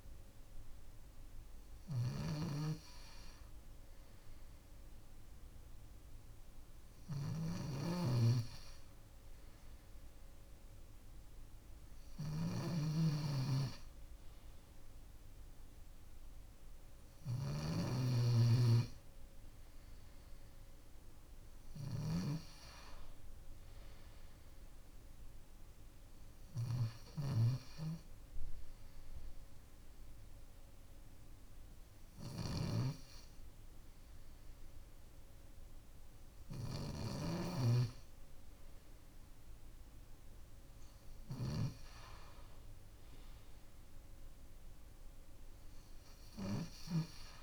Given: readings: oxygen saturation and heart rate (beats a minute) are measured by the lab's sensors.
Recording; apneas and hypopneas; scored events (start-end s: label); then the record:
breathing in sleep by a room microphone; 1
0.00-36.50 s: snoring (device-marked)
25.50-36.50 s: hypopnea (oxygen 95% before, 93% lowest, heart rate 169 before, 91 extreme, up 22 after)
37.50-41.50 s: arousal
From the record:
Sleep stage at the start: N2 (light sleep); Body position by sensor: on the left side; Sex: male